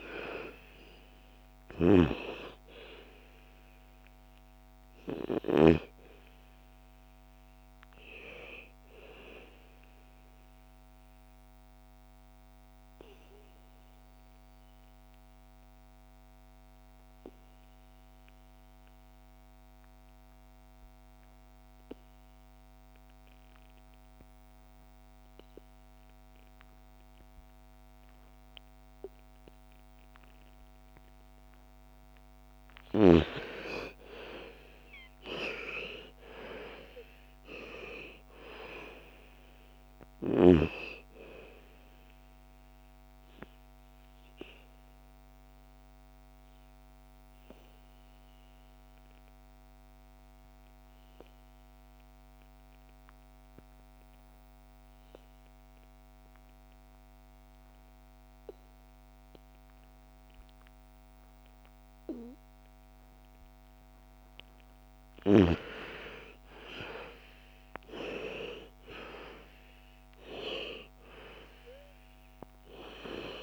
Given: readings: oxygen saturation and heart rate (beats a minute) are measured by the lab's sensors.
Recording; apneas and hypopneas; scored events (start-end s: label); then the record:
breathing in sleep by a microphone on the trachea; 2
0.00-1.00 s: arousal
0.00-16.00 s: oxygen desaturation (device-marked, oxygen 84% lowest, heart rate 56 extreme)
1.00-5.50 s: snoring (device-marked)
10.50-31.50 s: obstructive apnea (oxygen 99% before, 83% lowest, heart rate 63 before, 56 extreme, up 16 after)
32.00-52.00 s: oxygen desaturation (device-marked, oxygen 98% before, 83% lowest, heart rate 58 before, 57 extreme)
34.00-37.50 s: arousal
43.50-63.50 s: obstructive apnea (oxygen 99% before, 83% lowest, heart rate 64 before, 57 extreme, up 12 after)
65.00-68.00 s: arousal
69.00-73.42 s: oxygen desaturation (device-marked, oxygen 98% before, 85% lowest, heart rate 59 before, 57 extreme)
From the record:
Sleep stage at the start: N2 (light sleep); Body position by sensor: on the back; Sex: female